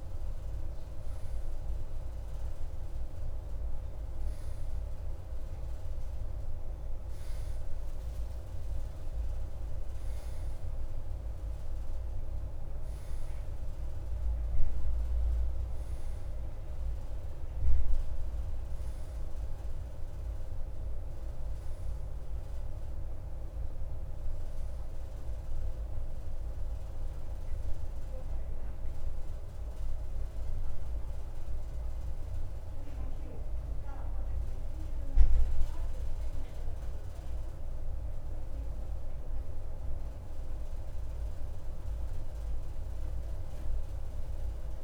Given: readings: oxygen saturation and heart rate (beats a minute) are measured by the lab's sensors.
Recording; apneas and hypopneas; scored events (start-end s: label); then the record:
breathing in sleep, hard to hear, by a room microphone; none
27.00-44.00 s: oxygen desaturation (device-marked, oxygen 96% before, 92% lowest, heart rate 58 before, 55 extreme)
41.50-44.84 s: arousal
From the record:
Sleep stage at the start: N2 (light sleep); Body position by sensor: on the right side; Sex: male